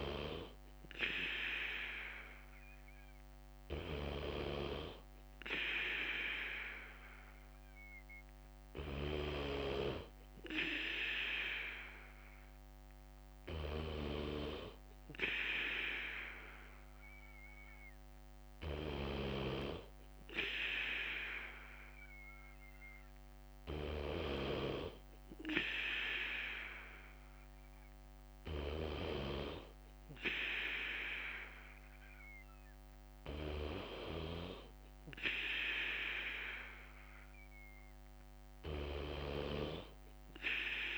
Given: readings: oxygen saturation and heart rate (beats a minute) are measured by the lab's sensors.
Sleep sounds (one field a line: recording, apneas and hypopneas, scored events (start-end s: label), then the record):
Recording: breathing in sleep by a microphone on the trachea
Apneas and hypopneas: none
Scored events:
0.00-26.50 s: bradycardia (device-marked, heart rate 57 extreme)
27.50-40.97 s: bradycardia (device-marked, heart rate 59 before, 56 extreme)
From the record:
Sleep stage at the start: N2 (light sleep)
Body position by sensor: on the back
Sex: male